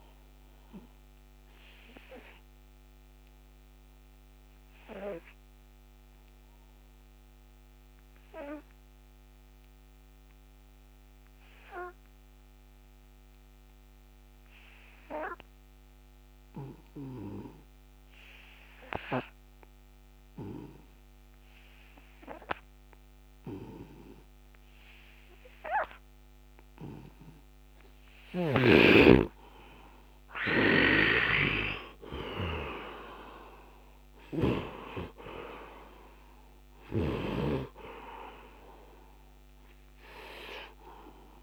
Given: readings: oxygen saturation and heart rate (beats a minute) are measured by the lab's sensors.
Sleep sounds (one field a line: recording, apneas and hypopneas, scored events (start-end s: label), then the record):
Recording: breathing in sleep by a microphone on the trachea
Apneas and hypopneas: 1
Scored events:
0.00-14.00 s: oxygen desaturation (device-marked, oxygen 75% lowest, heart rate 70 extreme)
0.50-28.00 s: obstructive apnea (oxygen 99% before, 69% lowest, heart rate 80 before, 70 extreme, up 10 after)
16.00-41.43 s: oxygen desaturation (device-marked, oxygen 100% before, 74% lowest, heart rate 75 before, 70 extreme)
30.50-34.50 s: snoring (device-marked)
34.00-39.00 s: arousal
From the record:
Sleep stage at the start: N2 (light sleep)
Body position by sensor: on the right side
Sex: male